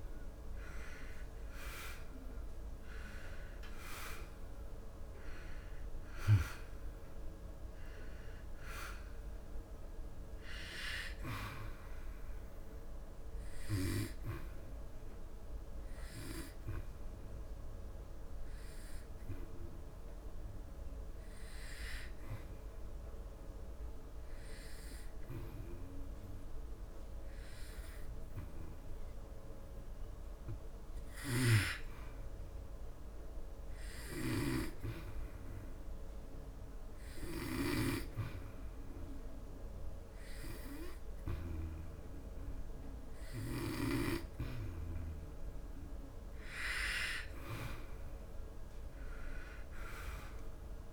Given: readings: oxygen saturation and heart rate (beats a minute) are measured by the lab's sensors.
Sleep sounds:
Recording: breathing in sleep by a room microphone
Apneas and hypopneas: 1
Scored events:
0.00-1.00 s: arousal
0.00-24.50 s: oxygen desaturation (device-marked, oxygen 87% lowest, heart rate 69 extreme)
15.50-46.50 s: hypopnea (oxygen 98% before, 87% lowest, heart rate 79 before, 69 extreme, up 12 after)
43.50-50.93 s: oxygen desaturation (device-marked, oxygen 97% before, 91% lowest, heart rate 77 before, 70 extreme)
48.00-50.93 s: arousal
From the record:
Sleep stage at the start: N2 (light sleep)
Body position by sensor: on the back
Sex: male

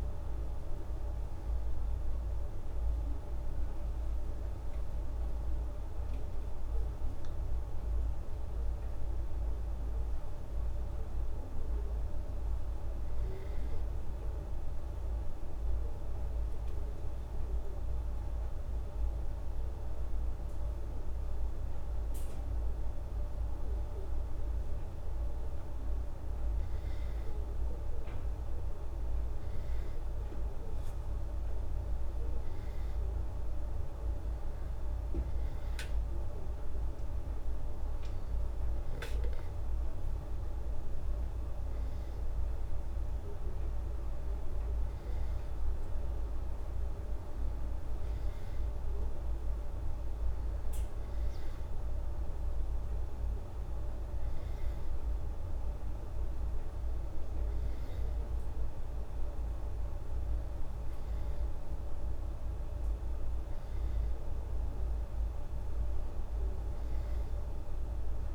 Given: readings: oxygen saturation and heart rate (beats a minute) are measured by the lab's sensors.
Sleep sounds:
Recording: breathing in sleep, hard to hear, by a room microphone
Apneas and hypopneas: none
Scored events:
none scored
From the record:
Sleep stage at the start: N2 (light sleep)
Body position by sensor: on the back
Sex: female

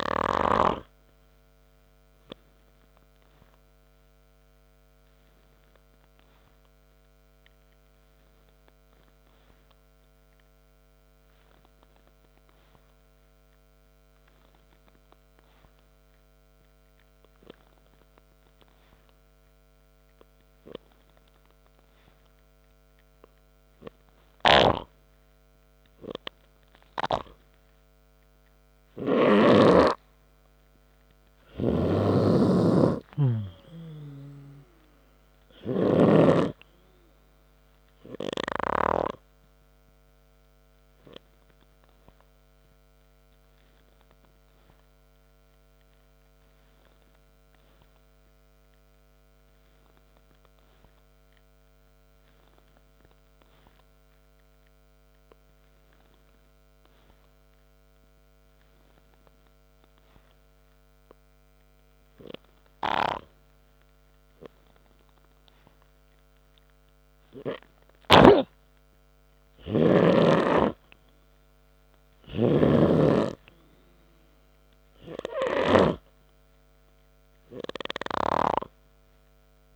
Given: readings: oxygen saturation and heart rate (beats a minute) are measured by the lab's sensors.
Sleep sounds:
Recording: breathing in sleep by a microphone on the trachea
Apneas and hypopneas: 2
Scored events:
4.00-21.00 s: obstructive apnea (oxygen 95% before, 93% lowest, heart rate 64 before, 57 extreme, up 0 after)
16.50-42.50 s: oxygen desaturation (device-marked, oxygen 98% before, 93% lowest, heart rate 68 before, 57 extreme)
23.00-26.50 s: arousal
25.00-30.50 s: snoring (device-marked)
32.50-36.50 s: snoring (device-marked)
44.50-60.00 s: obstructive apnea (oxygen 98% before, 93% lowest, heart rate 64 before, 58 extreme)
59.50-73.50 s: oxygen desaturation (device-marked, oxygen 98% before, 94% lowest, heart rate 68 before, 58 extreme)
61.50-65.50 s: arousal
68.50-76.50 s: snoring (device-marked)
From the record:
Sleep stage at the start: N3 (deep sleep)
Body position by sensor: on the back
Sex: male

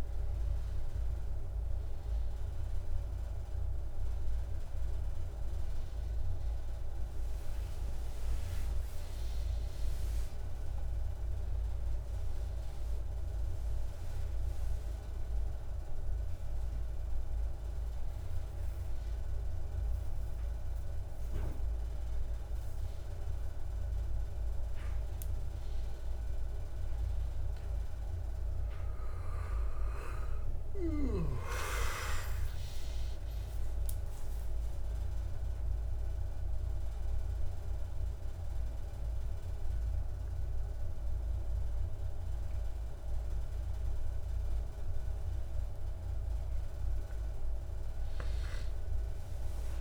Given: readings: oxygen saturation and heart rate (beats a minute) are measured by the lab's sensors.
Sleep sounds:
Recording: a person awake in a sleep study, hard to hear, by a room microphone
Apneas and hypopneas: none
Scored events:
none scored
From the record:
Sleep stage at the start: awake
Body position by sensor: on the back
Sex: male

